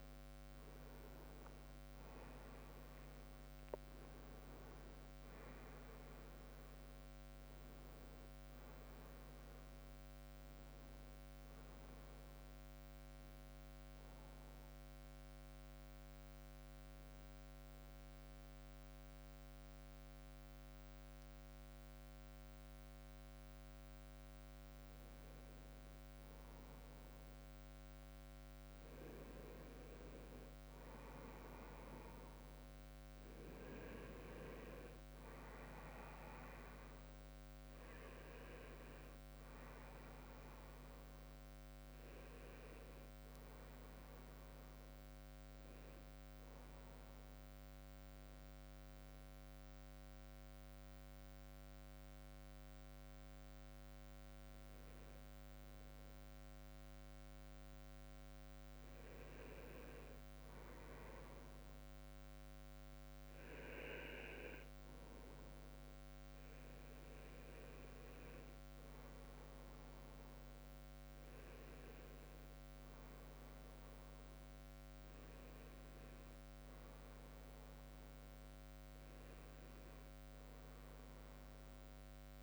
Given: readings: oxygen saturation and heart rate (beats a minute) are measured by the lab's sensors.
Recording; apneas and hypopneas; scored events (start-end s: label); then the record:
breathing in sleep by a microphone on the trachea; 2
15.00-26.00 s: mixed apnea (oxygen 99% before, 94% lowest, heart rate 66 before, 53 extreme, up 9 after)
27.50-50.50 s: oxygen desaturation (device-marked, oxygen 98% before, 94% lowest, heart rate 58 before, 53 extreme)
35.00-37.00 s: leg movement (device-marked)
38.50-44.50 s: arousal
48.50-58.50 s: mixed apnea (heart rate 63 before, 54 extreme, up 6 after)
From the record:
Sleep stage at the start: N1 (lightest sleep); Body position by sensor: on the right side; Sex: male